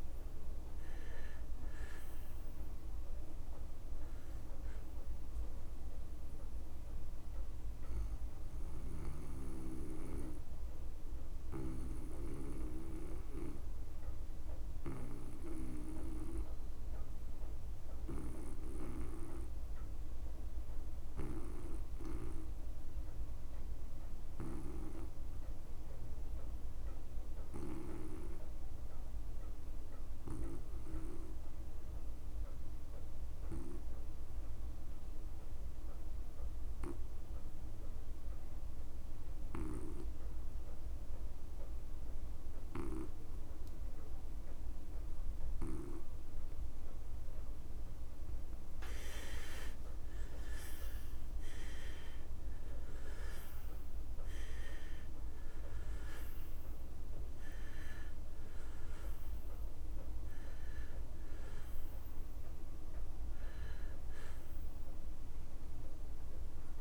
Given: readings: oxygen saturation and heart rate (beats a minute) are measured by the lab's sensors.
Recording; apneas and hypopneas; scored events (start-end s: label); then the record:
breathing in sleep by a room microphone; 1
0.00-25.50 s: oxygen desaturation (device-marked, oxygen 77% lowest)
8.00-47.50 s: obstructive apnea (oxygen 95% before, 74% lowest)
23.00-25.00 s: long interval between heartbeats (device-marked)
42.50-66.81 s: oxygen desaturation (device-marked, oxygen 97% before, 74% lowest)
46.00-48.00 s: long interval between heartbeats (device-marked)
50.00-53.50 s: arousal
From the record:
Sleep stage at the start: N2 (light sleep); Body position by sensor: on the back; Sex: male